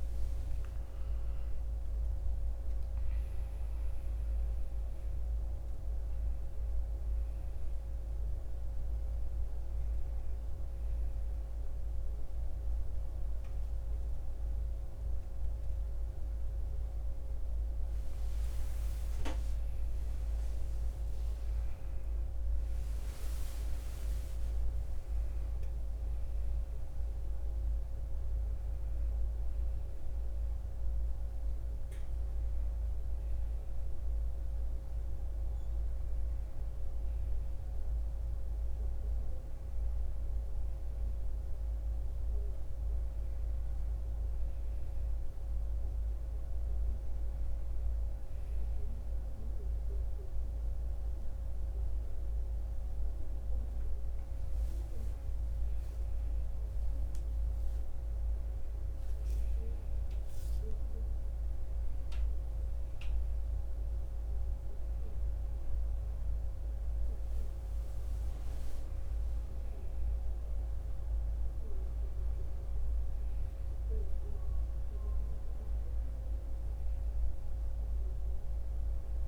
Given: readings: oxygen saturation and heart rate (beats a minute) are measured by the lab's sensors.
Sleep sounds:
breathing in sleep, hard to hear, by a room microphone; 1
10.50-21.00 s: hypopnea (oxygen 98% before, 93% lowest)
23.00-27.50 s: arousal
From the record:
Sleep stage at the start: N1 (lightest sleep); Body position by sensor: on the right side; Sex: male

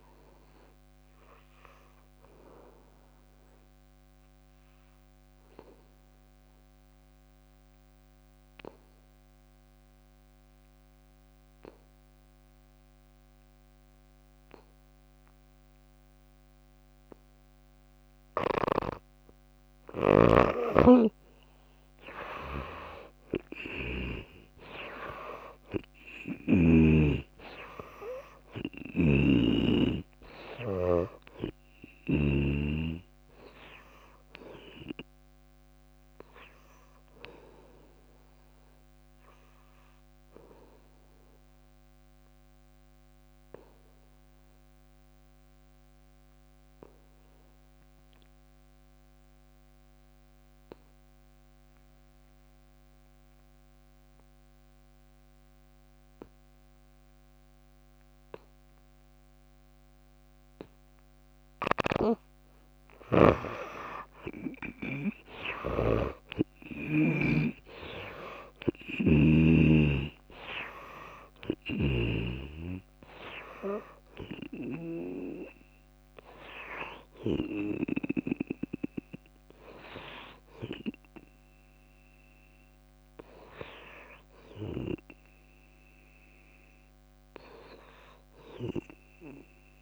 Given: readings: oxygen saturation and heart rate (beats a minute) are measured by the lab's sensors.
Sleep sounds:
breathing in sleep by a microphone on the trachea; 2
2.50-19.50 s: obstructive apnea (oxygen 95% before, 77% lowest, heart rate 65 before, 58 extreme, up 13 after)
13.50-43.50 s: oxygen desaturation (device-marked, oxygen 97% before, 85% lowest, heart rate 61 before, 58 extreme)
21.50-26.00 s: arousal
29.00-32.50 s: snoring (device-marked)
35.50-46.50 s: drop in pulse transit time (device-marked, heart rate 69 before, 58 extreme)
38.50-61.00 s: obstructive apnea (oxygen 95% before, 77% lowest, heart rate 68 before, 57 extreme, up 10 after)
58.50-87.50 s: oxygen desaturation (device-marked, oxygen 97% before, 77% lowest, heart rate 62 before, 57 extreme)
63.00-66.50 s: arousal
65.50-69.50 s: snoring (device-marked)
From the record:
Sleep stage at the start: N2 (light sleep); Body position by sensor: on the back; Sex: female

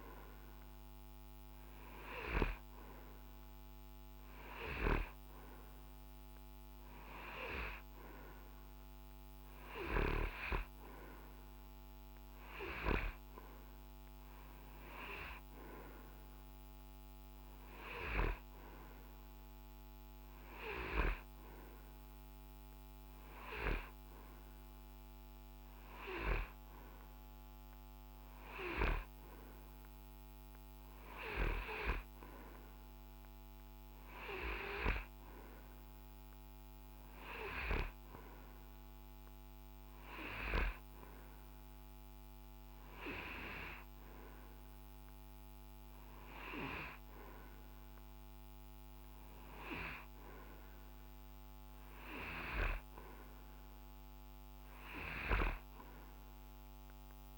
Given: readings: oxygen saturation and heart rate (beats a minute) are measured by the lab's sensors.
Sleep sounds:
breathing in sleep by a microphone on the trachea; none
none scored
From the record:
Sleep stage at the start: N2 (light sleep); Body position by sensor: on the right side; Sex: male

